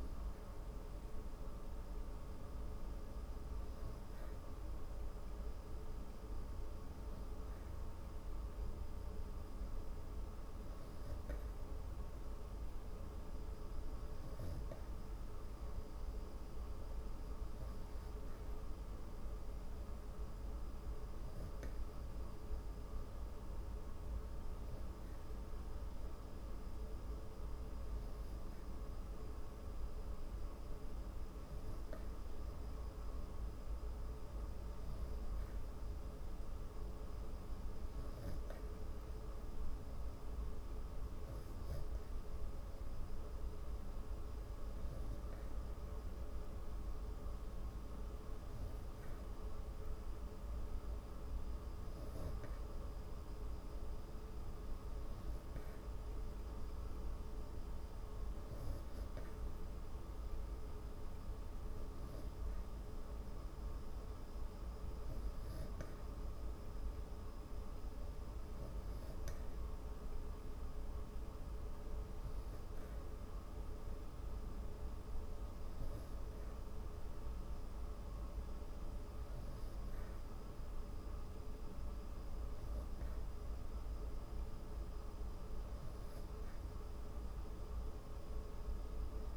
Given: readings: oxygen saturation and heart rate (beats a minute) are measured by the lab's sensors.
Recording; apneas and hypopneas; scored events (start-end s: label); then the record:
breathing in sleep, hard to hear, by a room microphone; none
none scored
From the record:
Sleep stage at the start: N3 (deep sleep); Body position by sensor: on the back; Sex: female